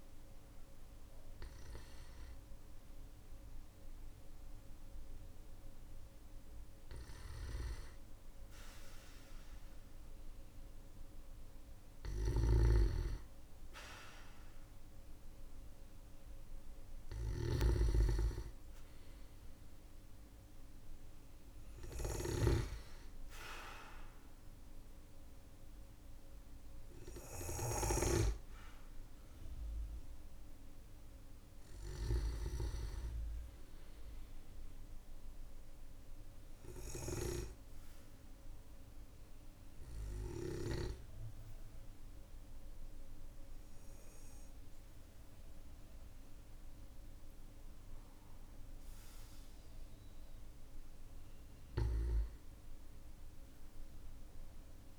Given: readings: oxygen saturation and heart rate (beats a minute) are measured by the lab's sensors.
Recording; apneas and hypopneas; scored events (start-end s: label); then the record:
breathing in sleep by a room microphone; 1
0.00-1.00 s: arousal
0.00-4.50 s: oxygen desaturation (device-marked, oxygen 93% lowest, heart rate 43 extreme)
11.50-27.50 s: snoring (device-marked)
25.50-54.99 s: new sleep stage, N2 (light sleep)
28.00-32.50 s: arousal
35.00-49.00 s: obstructive apnea (oxygen 99% before, 94% lowest, heart rate 48 before, 45 extreme, up 18 after)
51.50-54.99 s: arousal
From the record:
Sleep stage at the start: N1 (lightest sleep); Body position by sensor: on the back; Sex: male